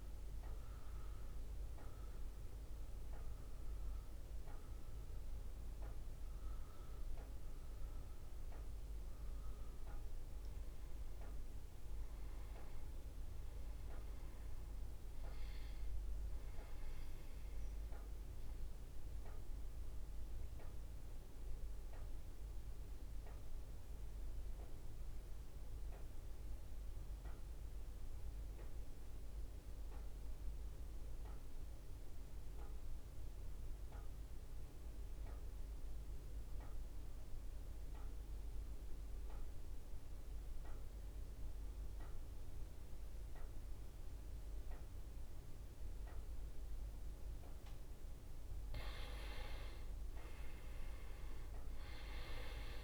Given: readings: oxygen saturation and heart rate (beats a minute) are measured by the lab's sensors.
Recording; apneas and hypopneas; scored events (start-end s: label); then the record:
breathing in sleep, hard to hear, by a room microphone; 1
0.00-28.50 s: oxygen desaturation (device-marked, oxygen 82% lowest, heart rate 58 extreme)
17.50-47.50 s: obstructive apnea (oxygen 94% before, 82% lowest, heart rate 68 before, 62 extreme, up 8 after)
45.50-52.83 s: oxygen desaturation (device-marked, oxygen 98% before, 87% lowest, heart rate 63 before, 60 extreme)
48.50-52.83 s: arousal
From the record:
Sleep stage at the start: N2 (light sleep); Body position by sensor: on the back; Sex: male